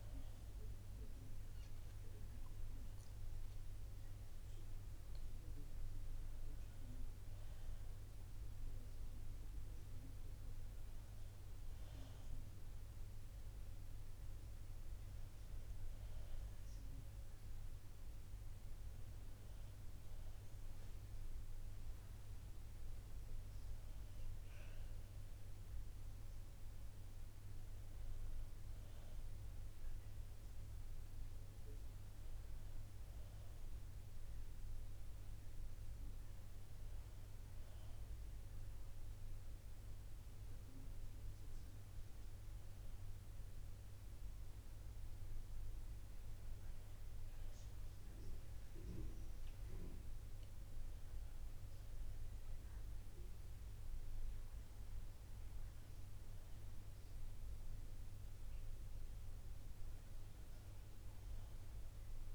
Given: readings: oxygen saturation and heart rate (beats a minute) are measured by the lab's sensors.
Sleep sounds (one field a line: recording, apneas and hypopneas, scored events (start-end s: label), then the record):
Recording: breathing in sleep, hard to hear, by a room microphone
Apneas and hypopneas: none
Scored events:
50.00-62.35 s: new sleep stage, N1 (lightest sleep)
50.50-55.00 s: arousal
From the record:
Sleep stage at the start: N2 (light sleep)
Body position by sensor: on the back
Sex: female